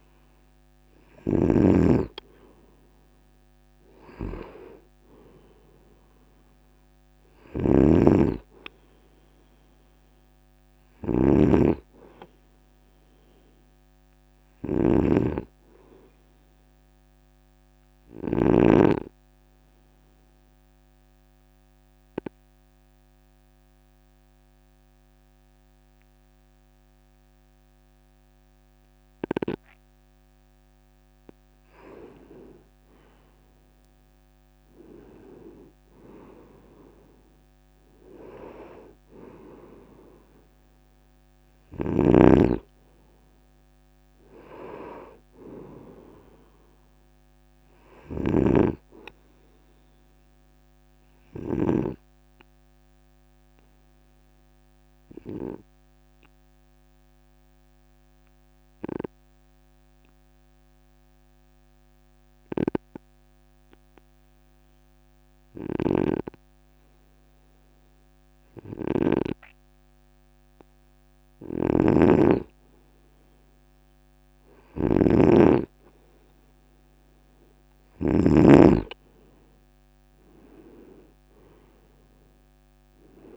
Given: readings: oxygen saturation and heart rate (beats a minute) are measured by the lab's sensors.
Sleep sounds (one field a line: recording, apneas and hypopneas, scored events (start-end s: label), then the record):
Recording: breathing in sleep by a microphone on the trachea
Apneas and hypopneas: 2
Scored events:
1.00-18.50 s: snoring (device-marked)
8.00-13.00 s: oxygen desaturation (device-marked, oxygen 100% before, 96% lowest, heart rate 55 before, 50 extreme)
19.00-32.00 s: obstructive apnea (oxygen 100% before, 94% lowest, heart rate 55 before, 49 extreme, up 5 after)
21.00-32.00 s: oxygen desaturation (device-marked, oxygen 97% before, 94% lowest, heart rate 54 before, 49 extreme)
36.00-40.00 s: arousal
48.00-51.50 s: snoring (device-marked)
50.50-71.00 s: obstructive apnea (oxygen 97% before, 95% lowest, heart rate 54 before, 47 extreme, up 2 after)
65.50-78.00 s: snoring (device-marked)
73.50-77.00 s: arousal
From the record:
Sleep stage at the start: N2 (light sleep)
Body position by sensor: on the right side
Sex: male